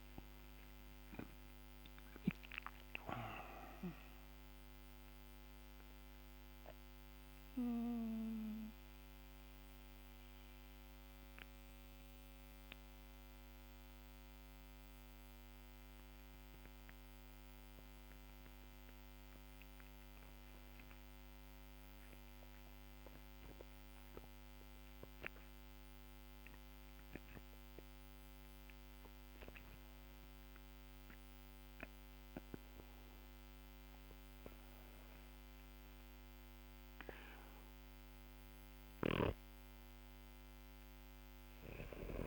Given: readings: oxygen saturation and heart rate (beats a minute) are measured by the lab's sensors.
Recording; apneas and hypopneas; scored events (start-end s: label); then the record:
breathing in sleep by a microphone on the trachea; 1
0.00-1.00 s: arousal
0.00-23.50 s: oxygen desaturation (device-marked, oxygen 91% lowest, heart rate 47 extreme)
6.00-32.00 s: hypopnea (oxygen 98% before, 91% lowest, heart rate 61 before, 47 extreme, up 6 after)
35.00-40.00 s: arousal
From the record:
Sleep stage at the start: N2 (light sleep); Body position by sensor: on the back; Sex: male